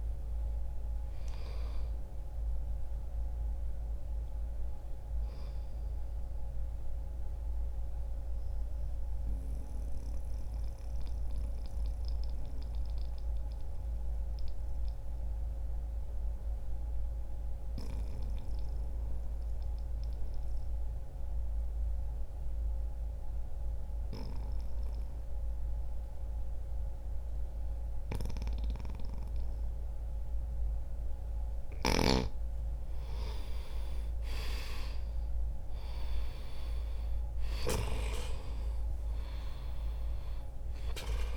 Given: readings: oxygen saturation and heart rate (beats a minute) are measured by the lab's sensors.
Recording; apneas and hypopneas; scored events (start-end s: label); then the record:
breathing in sleep by a room microphone; 1
0.00-7.00 s: oxygen desaturation (device-marked, oxygen 91% lowest, heart rate 59 extreme)
5.50-30.00 s: mixed apnea (oxygen 96% before, 87% lowest, heart rate 62 before, 60 extreme, up 1 after)
12.00-26.00 s: oxygen desaturation (device-marked, oxygen 92% before, 88% lowest, heart rate 61 before, 63 extreme)
31.50-37.50 s: arousal
36.00-41.37 s: oxygen desaturation (device-marked, oxygen 99% before, 91% lowest, heart rate 64 before, 61 extreme)
From the record:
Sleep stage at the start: N2 (light sleep); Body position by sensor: on the back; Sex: male